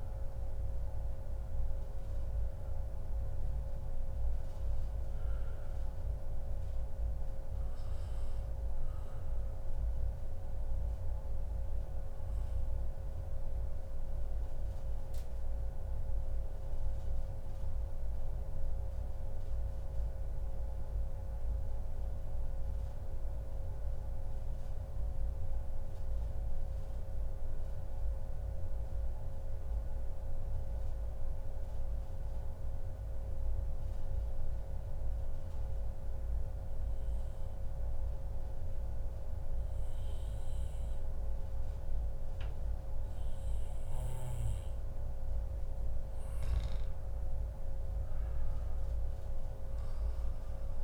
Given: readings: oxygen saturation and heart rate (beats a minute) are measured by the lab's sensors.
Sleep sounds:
breathing in sleep, hard to hear, by a room microphone; 1
1.50-6.50 s: oxygen desaturation (device-marked, oxygen 96% before, 92% lowest, heart rate 121 before, 80 extreme)
11.50-43.50 s: obstructive apnea (oxygen 98% before, 92% lowest, heart rate 141 before, 85 extreme)
22.00-24.00 s: long interval between heartbeats (device-marked, heart rate 123 before, 118 extreme)
44.50-49.00 s: arousal
From the record:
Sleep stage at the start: N2 (light sleep); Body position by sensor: on the back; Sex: male

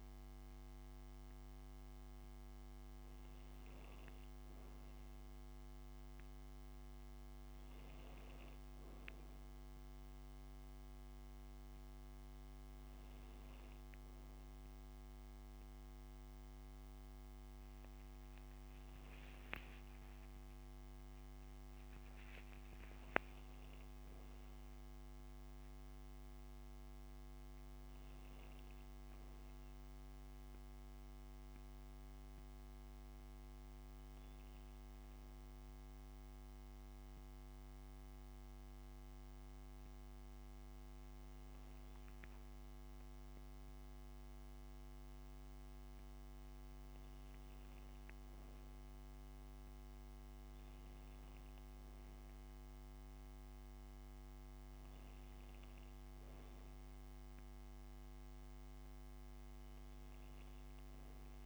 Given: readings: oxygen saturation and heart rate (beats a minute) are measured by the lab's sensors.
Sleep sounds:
breathing in sleep, hard to hear, by a microphone on the trachea; none
18.50-22.00 s: arousal
From the record:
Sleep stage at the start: N2 (light sleep); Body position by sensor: on the back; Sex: female

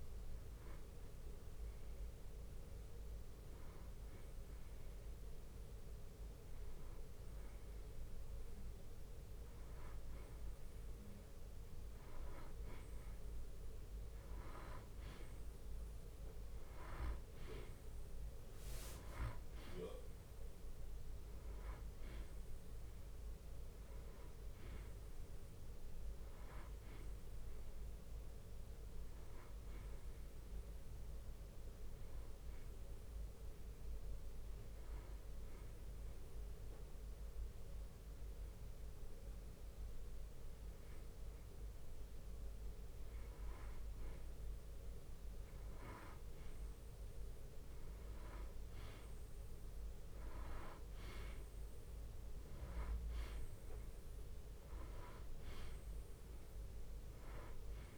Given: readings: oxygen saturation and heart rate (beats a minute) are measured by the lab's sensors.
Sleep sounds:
breathing in sleep by a room microphone; 1
2.00-4.00 s: long interval between heartbeats (device-marked, heart rate 71 before, 96 extreme)
6.00-8.00 s: tachycardia (device-marked, heart rate 66 before, 99 extreme)
6.50-8.50 s: long interval between heartbeats (device-marked, heart rate 77 before, 98 extreme)
8.50-10.50 s: long interval between heartbeats (device-marked, heart rate 81 before, 96 extreme)
9.00 s: drop in pulse transit time (device-marked)
9.00-12.00 s: tachycardia (device-marked, heart rate 66 before, 106 extreme)
11.00-20.00 s: drop in pulse transit time (device-marked, heart rate 86 before, 78 extreme)
13.00-15.00 s: long interval between heartbeats (device-marked, heart rate 88 before, 115 extreme)
22.00-57.98 s: new sleep stage, N2 (light sleep)
26.50-31.50 s: arousal
32.00-39.00 s: bradycardia (device-marked, heart rate 67 before, 54 extreme)
35.00-45.00 s: obstructive apnea (oxygen 95% before, 93% lowest, heart rate 70 before, 49 extreme, up 10 after)
46.00-54.00 s: bradycardia (device-marked, heart rate 67 before, 49 extreme)
48.00-52.00 s: arousal
From the record:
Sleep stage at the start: N1 (lightest sleep); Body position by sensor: on the back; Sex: male

